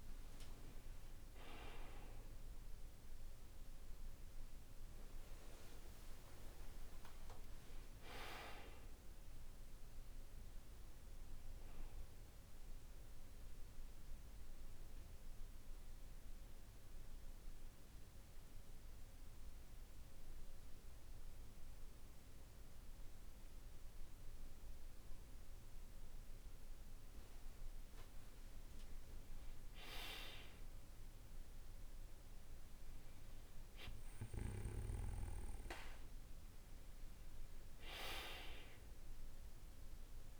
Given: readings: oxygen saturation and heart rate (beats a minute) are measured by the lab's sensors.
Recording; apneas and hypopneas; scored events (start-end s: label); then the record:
breathing in sleep by a room microphone; 1
15.00-27.00 s: central apnea (oxygen 96% before, 93% lowest, heart rate 53 before, 47 extreme, up 13 after)
18.00-40.40 s: new sleep stage, N2 (light sleep)
29.00-33.00 s: arousal
33.00-40.40 s: oxygen desaturation (device-marked, oxygen 96% before, 93% lowest, heart rate 52 before, 48 extreme)
From the record:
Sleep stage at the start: N1 (lightest sleep); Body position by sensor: on the back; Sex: male